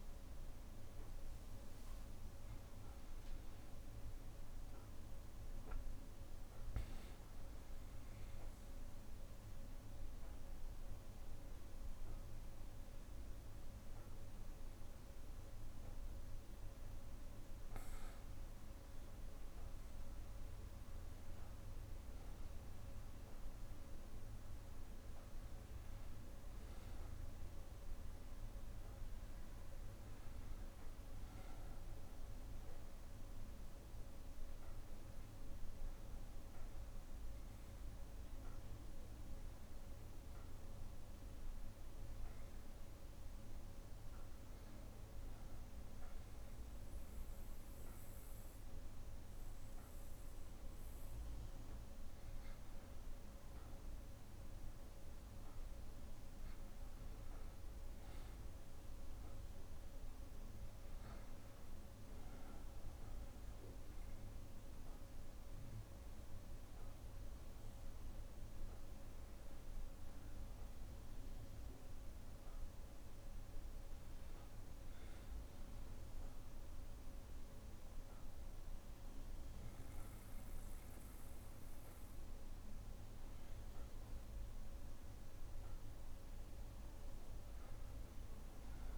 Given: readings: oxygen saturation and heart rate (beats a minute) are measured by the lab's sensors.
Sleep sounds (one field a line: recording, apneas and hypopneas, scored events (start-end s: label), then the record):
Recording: a person partly awake in a sleep study, hard to hear, by a room microphone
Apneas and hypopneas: none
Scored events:
20.50-80.50 s: new sleep stage, N1 (lightest sleep)
80.50-88.98 s: new sleep stage, N2 (light sleep)
From the record:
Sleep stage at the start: awake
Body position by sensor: on the back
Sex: male